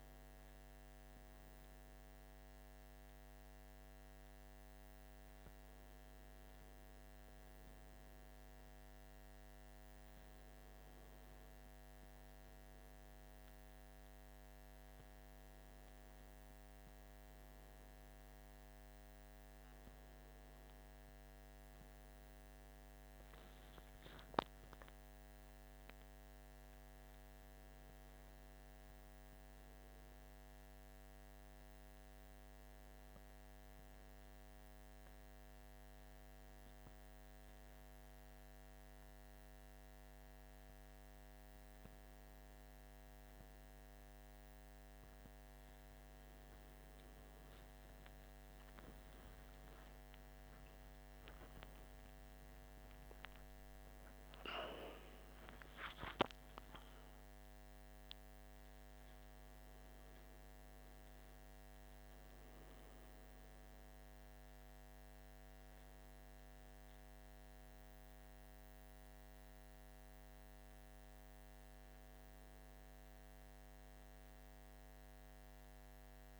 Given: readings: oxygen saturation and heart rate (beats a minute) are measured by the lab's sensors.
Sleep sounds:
a person awake in a sleep study, hard to hear, by a microphone on the trachea; none
none scored
From the record:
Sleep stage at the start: awake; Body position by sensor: on the right side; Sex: male

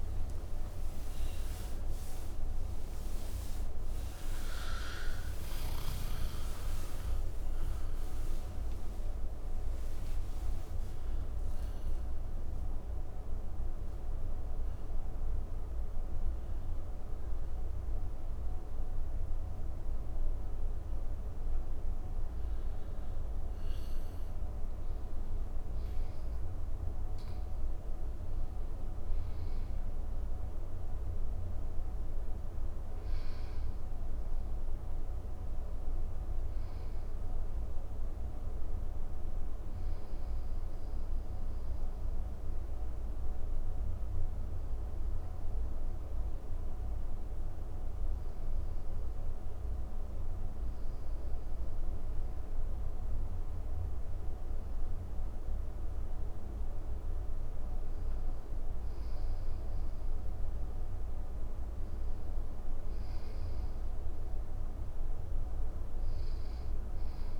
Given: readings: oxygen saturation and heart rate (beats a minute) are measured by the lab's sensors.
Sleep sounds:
breathing in sleep, hard to hear, by a room microphone; 2
1.00-5.50 s: arousal
8.00-23.00 s: obstructive apnea (oxygen 96% before, 96% lowest)
26.00-30.00 s: arousal
41.00-58.00 s: hypopnea (oxygen 98% before, 96% lowest, heart rate 150 before, 74 extreme, up 33 after)
61.00-65.00 s: arousal
From the record:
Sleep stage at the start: N1 (lightest sleep); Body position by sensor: on the back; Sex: male

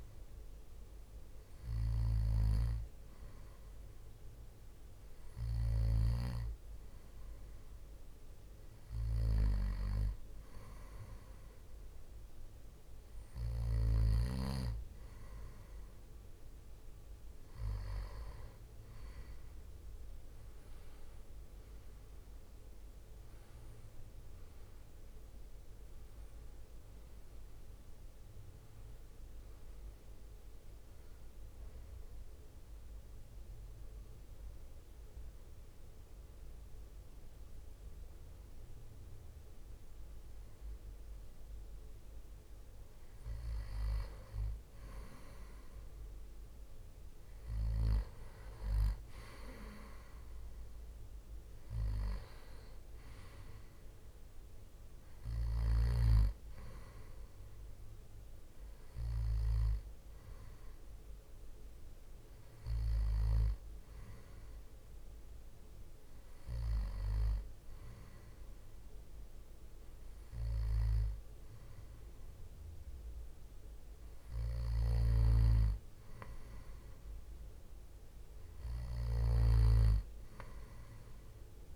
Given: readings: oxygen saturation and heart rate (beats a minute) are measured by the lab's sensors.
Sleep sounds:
breathing in sleep by a room microphone; 1
19.50-24.50 s: arousal
20.00-34.00 s: drop in pulse transit time (device-marked, heart rate 68 before, 72 extreme)
33.50-44.50 s: hypopnea (oxygen 96% before, 93% lowest, heart rate 73 before, 63 extreme, up 7 after)
48.00-51.50 s: arousal
51.00-63.00 s: oxygen desaturation (device-marked, oxygen 97% before, 93% lowest, heart rate 67 before, 63 extreme)
From the record:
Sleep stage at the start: N2 (light sleep); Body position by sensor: on the back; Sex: male

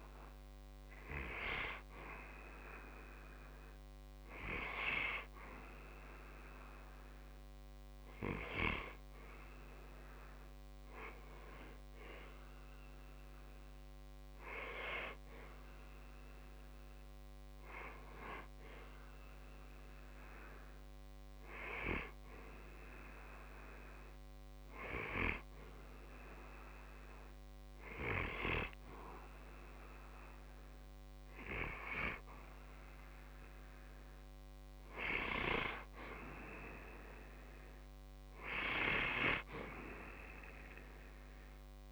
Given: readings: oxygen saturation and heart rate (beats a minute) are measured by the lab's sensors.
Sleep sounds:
breathing in sleep by a microphone on the trachea; 1
11.00-19.00 s: oxygen desaturation (device-marked, oxygen 93% before, 90% lowest, heart rate 63 before, 53 extreme)
21.00-32.00 s: hypopnea (oxygen 93% before, 90% lowest, heart rate 60 before, 53 extreme, up 17 after)
34.00-38.50 s: arousal
From the record:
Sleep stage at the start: N2 (light sleep); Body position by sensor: on the back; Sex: male

